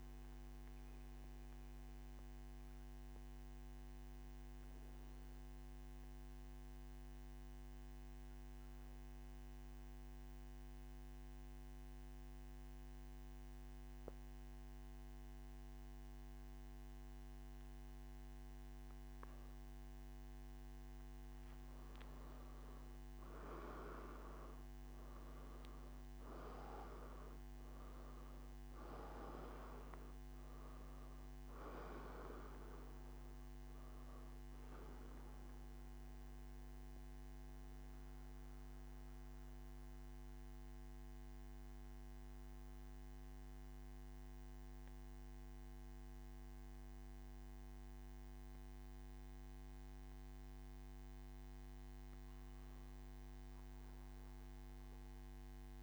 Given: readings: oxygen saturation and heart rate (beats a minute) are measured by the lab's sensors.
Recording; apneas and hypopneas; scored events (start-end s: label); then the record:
breathing in sleep by a microphone on the trachea; none
0.00-8.00 s: oxygen desaturation (device-marked, oxygen 93% lowest, heart rate 96 extreme)
1.00-55.83 s: new sleep stage, N1 (lightest sleep)
24.00-46.00 s: oxygen desaturation (device-marked, oxygen 97% before, 94% lowest, heart rate 119 before, 109 extreme)
From the record:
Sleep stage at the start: N3 (deep sleep); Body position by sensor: on the back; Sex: male